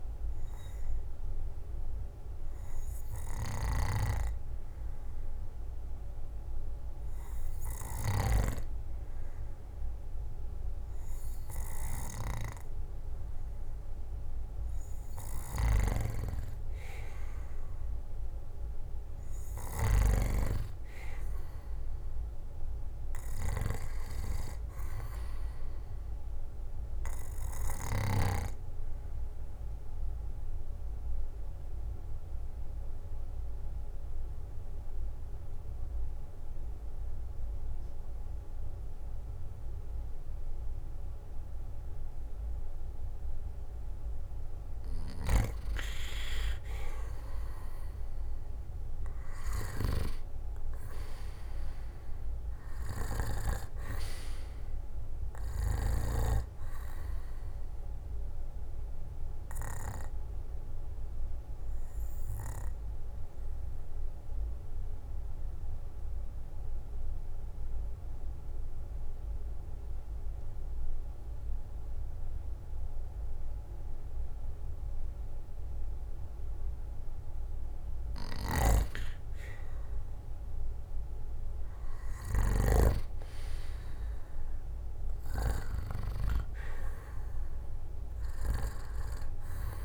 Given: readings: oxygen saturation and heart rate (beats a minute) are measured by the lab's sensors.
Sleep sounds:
breathing in sleep by a room microphone; 3
3.50-16.00 s: obstructive apnea (oxygen 97% before, 89% lowest, heart rate 60 before, 59 extreme, up 4 after)
22.00-25.50 s: arousal
29.50-45.00 s: obstructive apnea (oxygen 97% before, 89% lowest, heart rate 64 before, 54 extreme, up 11 after)
46.50-71.50 s: oxygen desaturation (device-marked, oxygen 96% before, 89% lowest, heart rate 61 before, 54 extreme)
47.00-50.00 s: arousal
59.00-78.50 s: obstructive apnea (oxygen 96% before, 89% lowest, heart rate 65 before, 54 extreme, up 5 after)
80.50-83.00 s: arousal
84.50-89.85 s: oxygen desaturation (device-marked, oxygen 98% before, 91% lowest, heart rate 60 before, 56 extreme)
From the record:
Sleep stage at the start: N2 (light sleep); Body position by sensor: on the back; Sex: male

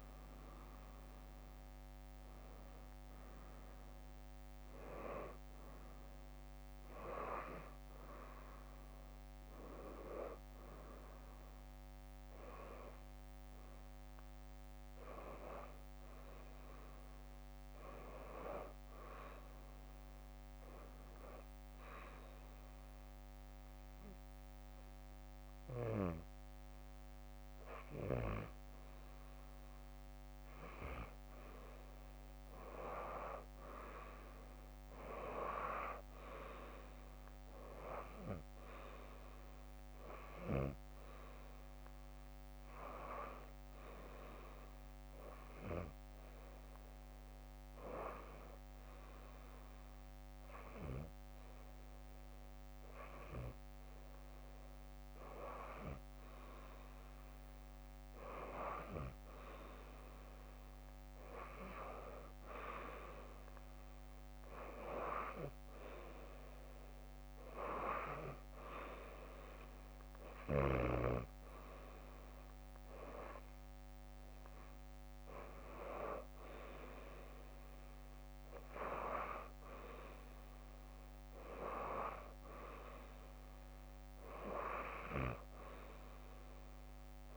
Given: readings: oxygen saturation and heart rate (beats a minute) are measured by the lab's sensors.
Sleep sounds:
breathing in sleep by a microphone on the trachea; 2
0.00-1.50 s: arousal
1.50-17.50 s: drop in pulse transit time (device-marked, heart rate 62 before, 65 extreme)
20.50-31.00 s: obstructive apnea (oxygen 93% before, 92% lowest, heart rate 67 before, 58 extreme, up 5 after)
25.50-27.50 s: bradycardia (device-marked, heart rate 63 before, 64 extreme)
32.50-36.00 s: arousal
40.50-54.00 s: hypopnea (oxygen 97% before, 92% lowest, heart rate 62 before, 59 extreme, up 7 after)
45.50-62.50 s: oxygen desaturation (device-marked, oxygen 97% before, 92% lowest, heart rate 61 before, 59 extreme)
47.50-53.50 s: bradycardia (device-marked, heart rate 63 before, 59 extreme)
57.50-62.50 s: arousal
57.50-71.50 s: drop in pulse transit time (device-marked, heart rate 60 before, 61 extreme)
From the record:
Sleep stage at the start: REM sleep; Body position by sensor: on the back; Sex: female

